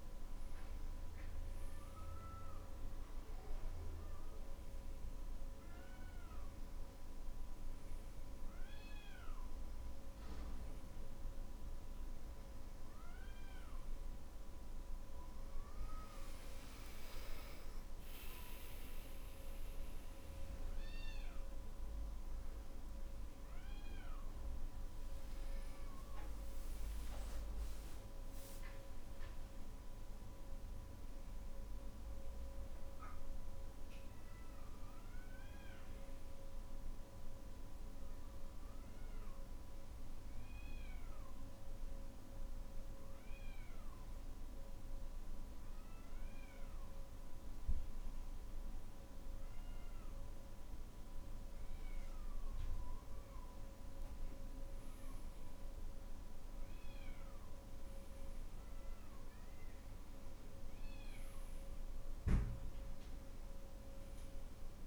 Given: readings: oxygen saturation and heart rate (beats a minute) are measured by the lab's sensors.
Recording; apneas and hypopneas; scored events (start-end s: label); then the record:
a person partly awake in a sleep study, hard to hear, by a room microphone; none
7.00-37.00 s: new sleep stage, awake
37.00-64.87 s: new sleep stage, N2 (light sleep)
From the record:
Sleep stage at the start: N2 (light sleep); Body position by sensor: on the back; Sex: male